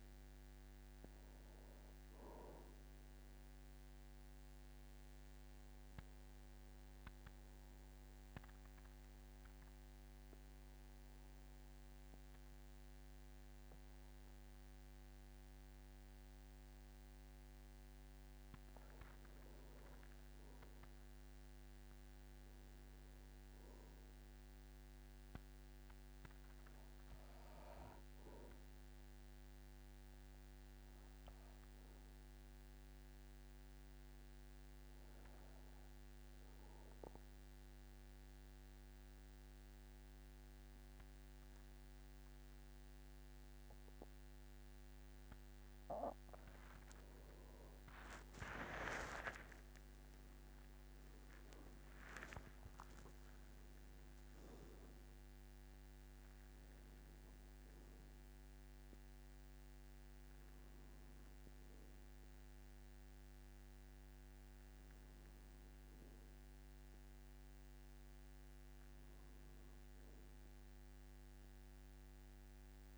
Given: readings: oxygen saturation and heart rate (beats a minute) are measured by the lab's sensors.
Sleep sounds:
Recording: breathing in sleep by a microphone on the trachea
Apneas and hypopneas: 2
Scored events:
0.00-19.50 s: oxygen desaturation (device-marked, oxygen 91% lowest, heart rate 46 extreme)
4.00-19.00 s: mixed apnea (oxygen 98% before, 91% lowest, heart rate 57 before, 46 extreme, up 12 after)
21.50-24.50 s: arousal
30.50-45.50 s: obstructive apnea (oxygen 99% before, 92% lowest, heart rate 52 before, 48 extreme, up 14 after)
48.00-52.00 s: arousal
53.50-72.98 s: oxygen desaturation (device-marked, oxygen 98% before, 92% lowest, heart rate 51 before, 51 extreme)
From the record:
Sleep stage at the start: N2 (light sleep)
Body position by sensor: on the back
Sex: male

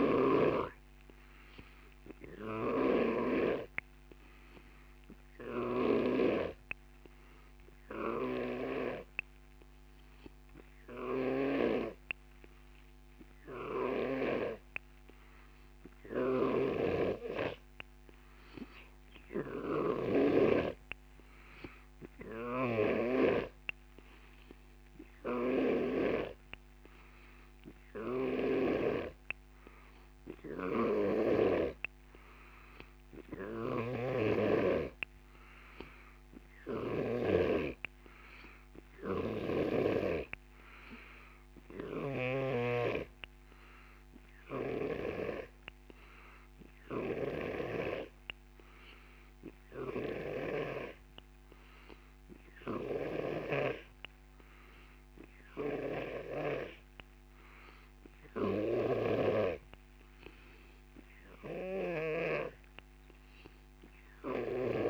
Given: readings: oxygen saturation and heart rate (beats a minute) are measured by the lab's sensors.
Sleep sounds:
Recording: breathing in sleep by a microphone on the trachea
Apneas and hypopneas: none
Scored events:
0.00-6.00 s: snoring (device-marked)
8.00-20.50 s: snoring (device-marked)
22.50-26.00 s: snoring (device-marked)
28.00-31.50 s: snoring (device-marked)
33.50-37.00 s: snoring (device-marked)
39.00-42.50 s: snoring (device-marked)
47.00-53.50 s: snoring (device-marked)
55.50-62.00 s: snoring (device-marked)
From the record:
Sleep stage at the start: N2 (light sleep)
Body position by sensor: on the back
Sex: male

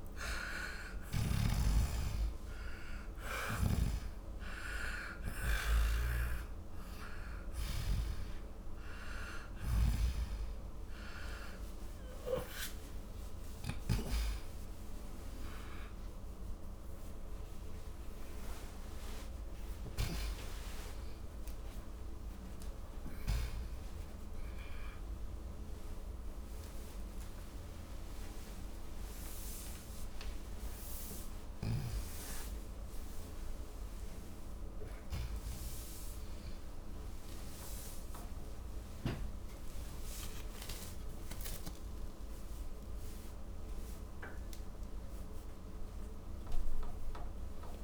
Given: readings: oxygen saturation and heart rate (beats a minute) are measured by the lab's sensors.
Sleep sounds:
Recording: breathing in sleep by a room microphone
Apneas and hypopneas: none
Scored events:
0.00-1.50 s: arousal
0.00-20.50 s: oxygen desaturation (device-marked, oxygen 82% lowest, heart rate 39 extreme)
3.50-23.50 s: snoring (device-marked)
10.50-40.50 s: new sleep stage, N1 (lightest sleep)
27.50-39.50 s: oxygen desaturation (device-marked, oxygen 83% before, 79% lowest, heart rate 156 before, 90 extreme)
31.50-37.50 s: snoring (device-marked)
40.50-47.84 s: new sleep stage, awake
From the record:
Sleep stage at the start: N2 (light sleep)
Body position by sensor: on the back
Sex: male

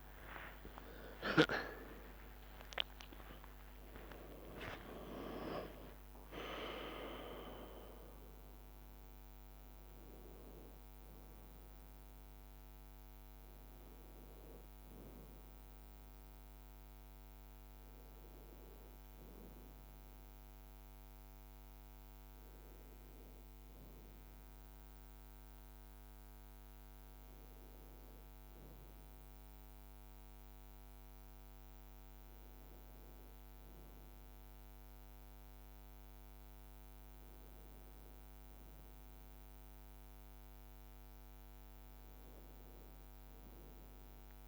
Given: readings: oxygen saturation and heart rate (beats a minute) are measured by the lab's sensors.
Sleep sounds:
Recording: breathing in sleep by a microphone on the trachea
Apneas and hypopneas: none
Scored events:
0.00-4.50 s: arousal
0.00-10.00 s: leg movement (device-marked)
0.50-2.50 s: long interval between heartbeats (device-marked, heart rate 53 before, 61 extreme)
2.00-4.00 s: tachycardia (device-marked, heart rate 56 before, 90 extreme)
2.50-4.50 s: long interval between heartbeats (device-marked, heart rate 55 before, 87 extreme)
4.50-6.50 s: long interval between heartbeats (device-marked, heart rate 58 before, 98 extreme)
5.00-44.48 s: new sleep stage, N1 (lightest sleep)
From the record:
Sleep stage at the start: N2 (light sleep)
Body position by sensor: on the right side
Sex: male

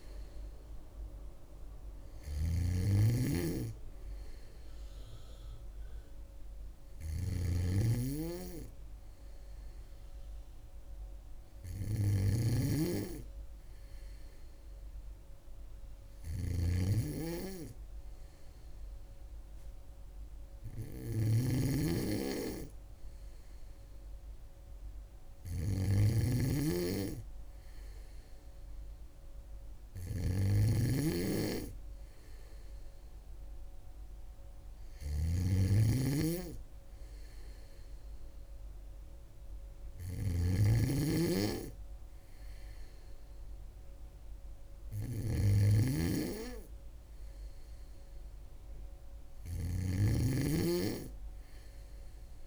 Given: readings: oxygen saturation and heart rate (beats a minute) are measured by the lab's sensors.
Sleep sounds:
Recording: breathing in sleep by a room microphone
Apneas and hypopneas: none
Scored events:
0.00-52.47 s: snoring (device-marked)
From the record:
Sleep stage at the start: N3 (deep sleep)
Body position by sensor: on the back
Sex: female

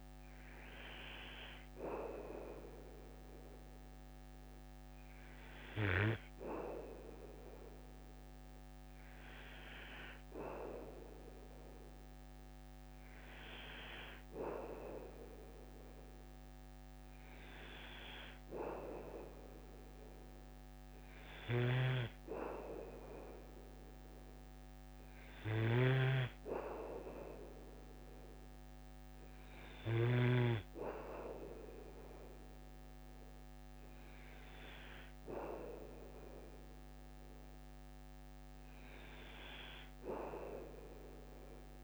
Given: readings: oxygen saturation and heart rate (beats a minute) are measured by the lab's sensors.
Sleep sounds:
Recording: breathing in sleep by a microphone on the trachea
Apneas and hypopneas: none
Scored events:
21.50-30.00 s: snoring (device-marked)
From the record:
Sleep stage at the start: N2 (light sleep)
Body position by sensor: on the back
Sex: male

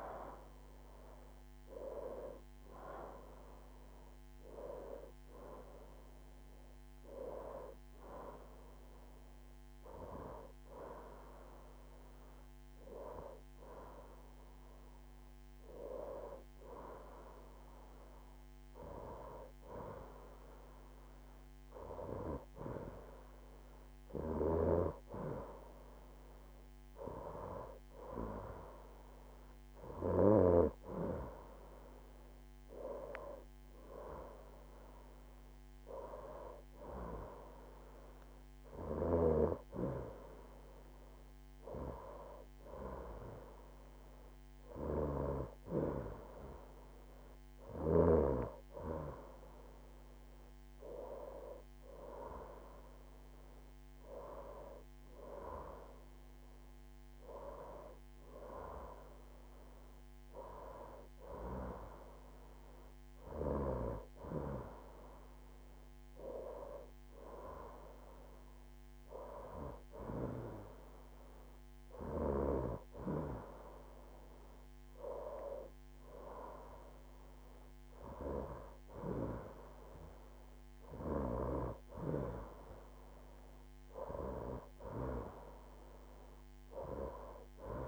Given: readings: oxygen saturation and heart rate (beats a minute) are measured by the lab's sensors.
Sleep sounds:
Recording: breathing in sleep by a microphone on the trachea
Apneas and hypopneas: none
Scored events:
none scored
From the record:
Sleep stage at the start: N2 (light sleep)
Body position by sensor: on the right side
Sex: female

